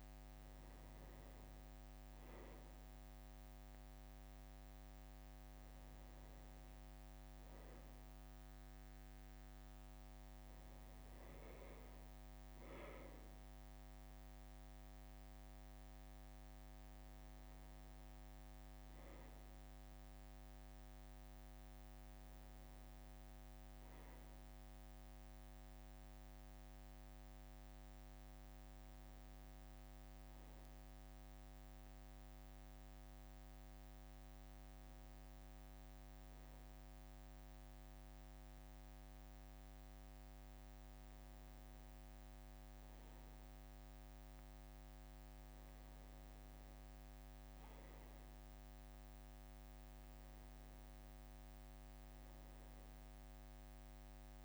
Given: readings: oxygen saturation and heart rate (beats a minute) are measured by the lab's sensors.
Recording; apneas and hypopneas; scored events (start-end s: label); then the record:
breathing in sleep, hard to hear, by a microphone on the trachea; none
11.00-54.45 s: new sleep stage, N2 (light sleep)
From the record:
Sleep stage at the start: N1 (lightest sleep); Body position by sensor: on the back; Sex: male